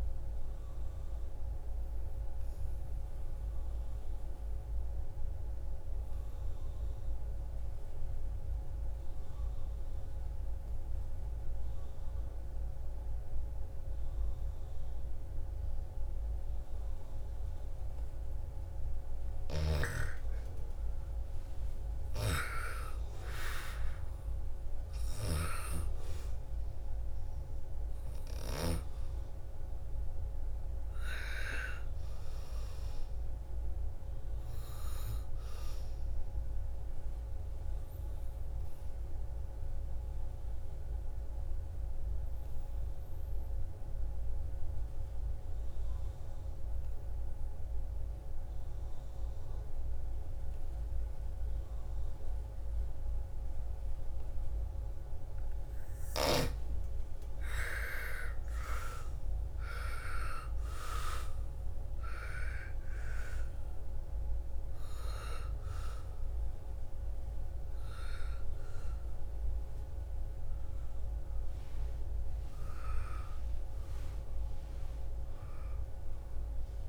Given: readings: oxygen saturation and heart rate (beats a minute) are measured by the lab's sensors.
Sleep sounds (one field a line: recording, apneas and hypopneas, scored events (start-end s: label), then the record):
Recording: breathing in sleep by a room microphone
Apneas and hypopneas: 2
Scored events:
0.00-19.00 s: oxygen desaturation (device-marked, oxygen 84% lowest, heart rate 56 extreme)
1.00-18.00 s: obstructive apnea (oxygen 99% before, 83% lowest, heart rate 62 before, 56 extreme, up 12 after)
19.00-25.00 s: snoring (device-marked)
19.50-23.50 s: arousal
21.00-39.00 s: oxygen desaturation (device-marked, oxygen 99% before, 89% lowest, heart rate 60 before, 56 extreme)
35.50-55.50 s: obstructive apnea (oxygen 99% before, 83% lowest, heart rate 65 before, 56 extreme, up 15 after)
55.00-76.89 s: oxygen desaturation (device-marked, oxygen 98% before, 83% lowest, heart rate 59 before, 56 extreme)
57.00-59.50 s: arousal
75.00-76.89 s: arousal
From the record:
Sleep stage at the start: N2 (light sleep)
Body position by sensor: on the back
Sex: female